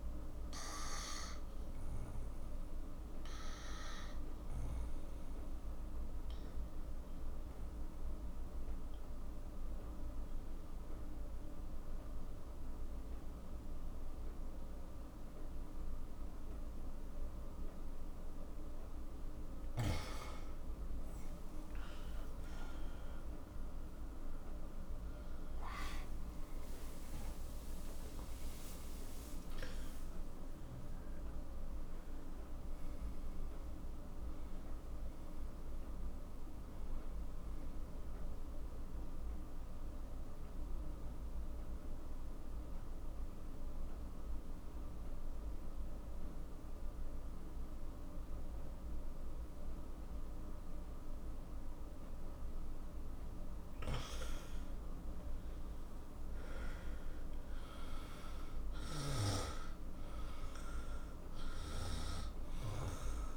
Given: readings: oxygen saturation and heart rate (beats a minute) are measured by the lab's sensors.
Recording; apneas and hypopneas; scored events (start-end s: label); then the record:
breathing in sleep by a room microphone; 2
0.00-9.00 s: oxygen desaturation (device-marked, oxygen 92% lowest, heart rate 45 extreme)
0.50-19.00 s: obstructive apnea (oxygen 98% before, 90% lowest, heart rate 53 before, 46 extreme, up 17 after)
21.00-25.50 s: arousal
31.00-38.00 s: oxygen desaturation (device-marked, oxygen 95% before, 90% lowest, heart rate 56 before, 48 extreme)
39.50-53.50 s: obstructive apnea (oxygen 96% before, 91% lowest, heart rate 61 before, 44 extreme, up 12 after)
55.00-59.00 s: arousal
59.00-63.37 s: oxygen desaturation (device-marked, oxygen 98% before, 91% lowest, heart rate 51 before, 44 extreme)
From the record:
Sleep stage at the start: N2 (light sleep); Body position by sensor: on the right side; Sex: male